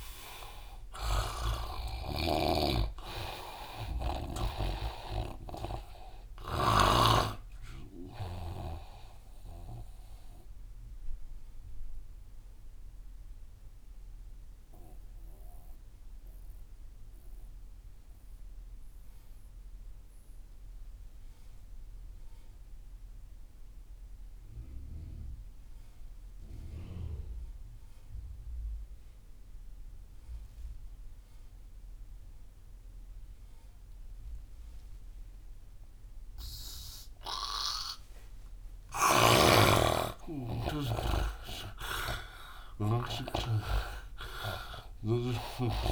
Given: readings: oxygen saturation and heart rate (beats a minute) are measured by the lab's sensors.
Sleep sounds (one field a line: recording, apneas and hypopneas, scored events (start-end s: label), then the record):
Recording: breathing in sleep by a room microphone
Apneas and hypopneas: 1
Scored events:
0.00-20.00 s: oxygen desaturation (device-marked, oxygen 80% lowest)
9.50-38.00 s: mixed apnea (oxygen 99% before, 80% lowest)
31.00-45.91 s: oxygen desaturation (device-marked, oxygen 99% before, 86% lowest)
39.00-43.50 s: snoring (device-marked)
40.00-43.50 s: arousal
From the record:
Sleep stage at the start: N2 (light sleep)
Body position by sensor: on the right side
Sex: male